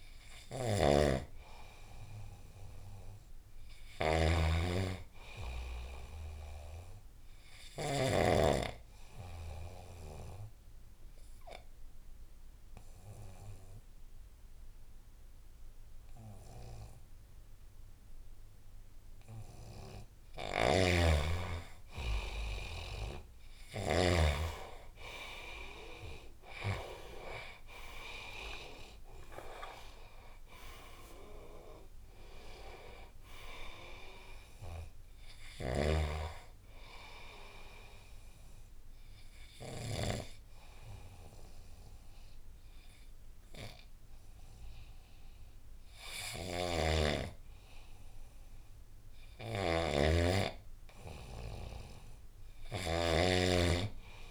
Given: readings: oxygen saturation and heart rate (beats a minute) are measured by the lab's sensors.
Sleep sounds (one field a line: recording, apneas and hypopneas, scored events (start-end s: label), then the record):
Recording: breathing in sleep by a room microphone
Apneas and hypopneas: 2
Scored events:
0.00-4.00 s: oxygen desaturation (device-marked, oxygen 92% lowest, heart rate 69 extreme)
0.00-8.00 s: snoring (device-marked)
6.00-19.50 s: obstructive apnea (oxygen 98% before, 94% lowest, heart rate 81 before, 69 extreme, up 11 after)
20.00-24.00 s: snoring (device-marked)
25.00-46.00 s: oxygen desaturation (device-marked, oxygen 97% before, 94% lowest, heart rate 75 before, 75 extreme)
28.00-32.00 s: arousal
36.00-46.50 s: obstructive apnea (oxygen 98% before, 92% lowest, heart rate 75 before, 75 extreme, up 9 after)
46.00-54.31 s: snoring (device-marked)
52.00-54.31 s: arousal
From the record:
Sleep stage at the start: N2 (light sleep)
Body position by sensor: on the right side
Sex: male